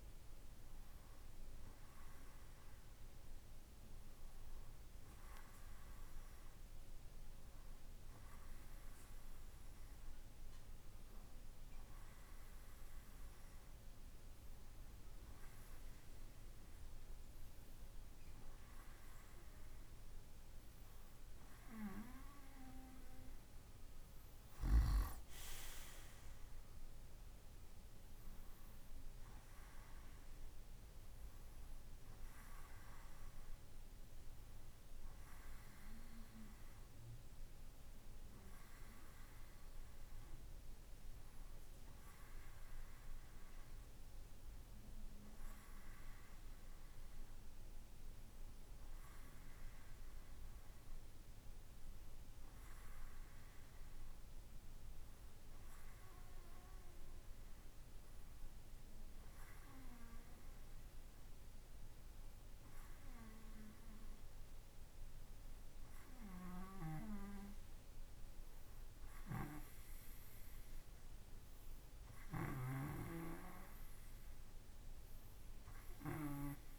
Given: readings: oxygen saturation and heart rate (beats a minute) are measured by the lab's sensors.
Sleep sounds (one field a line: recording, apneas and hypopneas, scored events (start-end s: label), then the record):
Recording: breathing in sleep by a room microphone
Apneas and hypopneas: none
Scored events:
71.50-75.50 s: snoring (device-marked)
From the record:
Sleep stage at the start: N2 (light sleep)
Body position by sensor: on the right side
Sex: male